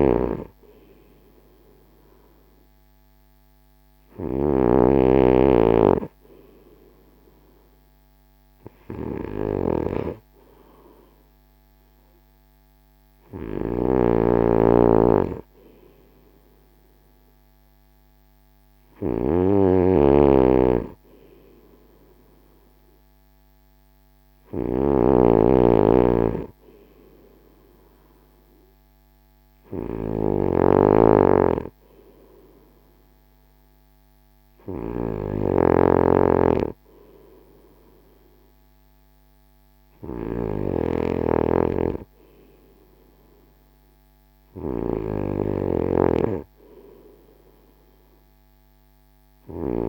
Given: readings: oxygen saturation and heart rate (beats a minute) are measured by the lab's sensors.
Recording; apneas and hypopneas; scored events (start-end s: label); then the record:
breathing in sleep by a microphone on the trachea; none
0.00-49.89 s: snoring (device-marked)
From the record:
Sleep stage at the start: N2 (light sleep); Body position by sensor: on the front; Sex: male